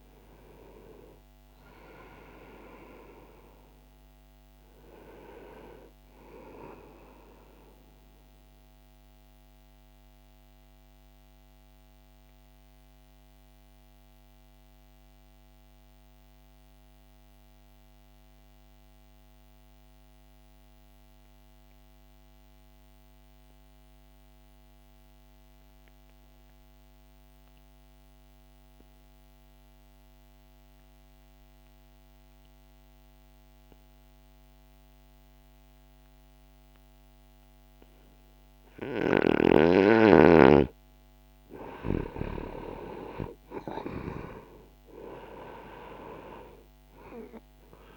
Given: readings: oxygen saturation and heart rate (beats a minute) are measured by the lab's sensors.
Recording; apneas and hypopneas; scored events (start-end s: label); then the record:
breathing in sleep by a microphone on the trachea; 1
0.00-25.00 s: oxygen desaturation (device-marked, oxygen 84% lowest, heart rate 59 extreme)
7.00-40.00 s: obstructive apnea (oxygen 99% before, 84% lowest, heart rate 62 before, 59 extreme, up 3 after)
39.00-47.97 s: oxygen desaturation (device-marked, oxygen 98% before, 85% lowest, heart rate 62 before, 61 extreme)
42.50-47.97 s: arousal
46.00-47.97 s: new sleep stage, N1 (lightest sleep)
From the record:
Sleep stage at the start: N2 (light sleep); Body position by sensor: on the right side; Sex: male